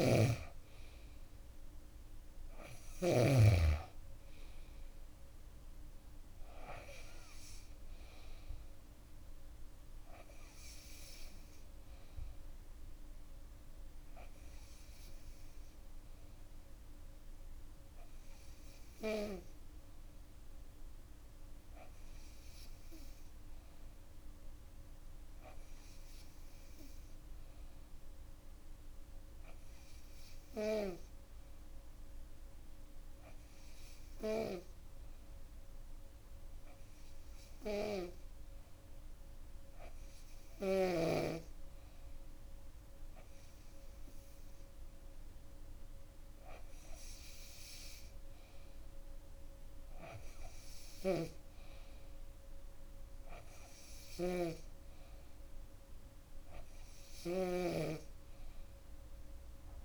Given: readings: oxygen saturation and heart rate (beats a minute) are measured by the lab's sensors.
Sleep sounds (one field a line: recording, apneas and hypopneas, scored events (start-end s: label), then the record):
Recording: breathing in sleep by a room microphone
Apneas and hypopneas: 1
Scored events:
0.00-3.00 s: snoring (device-marked)
24.50-44.50 s: hypopnea (oxygen 96% before, 94% lowest, heart rate 64 before, 64 extreme, up 0 after)
49.00-52.50 s: arousal
50.50-57.00 s: snoring (device-marked)
From the record:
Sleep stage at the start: N2 (light sleep)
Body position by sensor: on the back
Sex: female